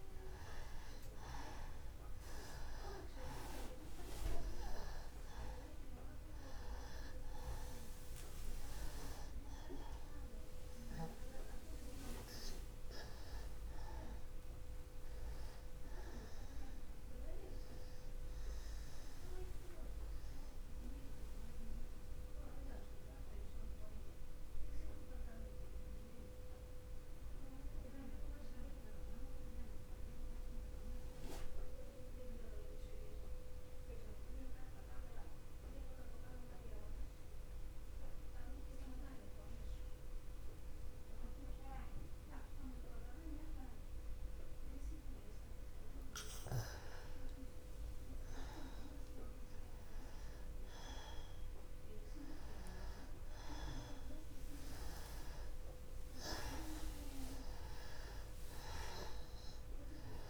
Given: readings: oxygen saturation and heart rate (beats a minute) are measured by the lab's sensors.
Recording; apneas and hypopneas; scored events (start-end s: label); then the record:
breathing in sleep by a room microphone; 1
0.00-33.50 s: oxygen desaturation (device-marked, oxygen 86% lowest, heart rate 62 extreme)
14.50-19.00 s: arousal
22.00-45.50 s: central apnea (oxygen 96% before, 85% lowest, heart rate 63 before, 62 extreme, up 0 after)
48.00-53.50 s: arousal
From the record:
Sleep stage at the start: N2 (light sleep); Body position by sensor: on the back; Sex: male